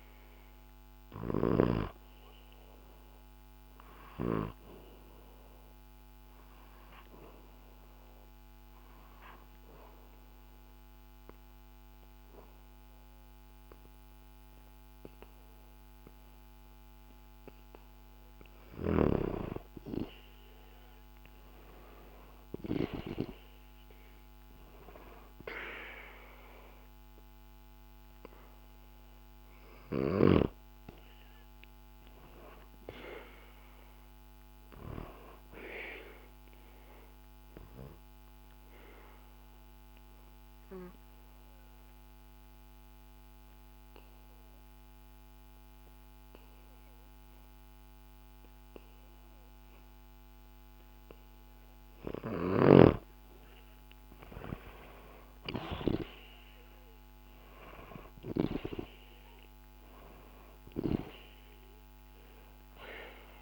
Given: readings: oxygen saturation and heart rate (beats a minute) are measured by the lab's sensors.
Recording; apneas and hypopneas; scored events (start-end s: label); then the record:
breathing in sleep by a microphone on the trachea; 2
0.00-17.00 s: oxygen desaturation (device-marked, oxygen 91% lowest, heart rate 64 extreme)
0.50-17.50 s: obstructive apnea (oxygen 98% before, 90% lowest, heart rate 65 before, 64 extreme, up 2 after)
18.50-23.00 s: snoring (device-marked)
19.50-23.50 s: arousal
29.00-45.00 s: oxygen desaturation (device-marked, oxygen 98% before, 94% lowest, heart rate 66 before, 63 extreme)
34.00-51.00 s: obstructive apnea (oxygen 98% before, 90% lowest, heart rate 66 before, 63 extreme)
52.00-58.50 s: snoring (device-marked)
53.00-57.00 s: arousal
58.00-63.42 s: oxygen desaturation (device-marked, oxygen 97% before, 90% lowest, heart rate 66 before, 63 extreme)
60.50-63.42 s: snoring (device-marked)
From the record:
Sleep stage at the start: N2 (light sleep); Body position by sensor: on the back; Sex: male